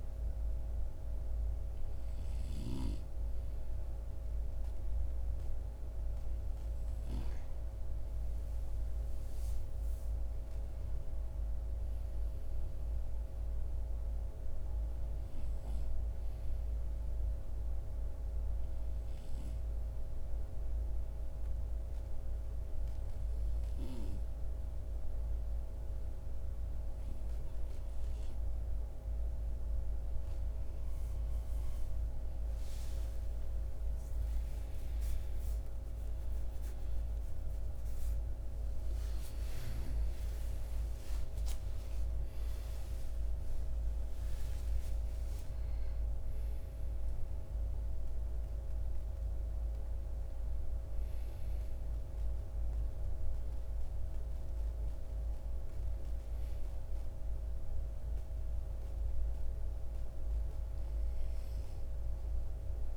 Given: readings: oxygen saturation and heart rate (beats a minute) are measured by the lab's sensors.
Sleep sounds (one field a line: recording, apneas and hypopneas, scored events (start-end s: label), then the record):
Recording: breathing in sleep, hard to hear, by a room microphone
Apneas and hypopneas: 1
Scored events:
0.00-6.00 s: oxygen desaturation (device-marked, oxygen 91% lowest)
17.50-30.00 s: obstructive apnea (oxygen 94% before, 90% lowest)
34.00-41.00 s: arousal
40.00-60.00 s: oxygen desaturation (device-marked, oxygen 93% before, 90% lowest)
From the record:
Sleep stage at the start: N2 (light sleep)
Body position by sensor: on the back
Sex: male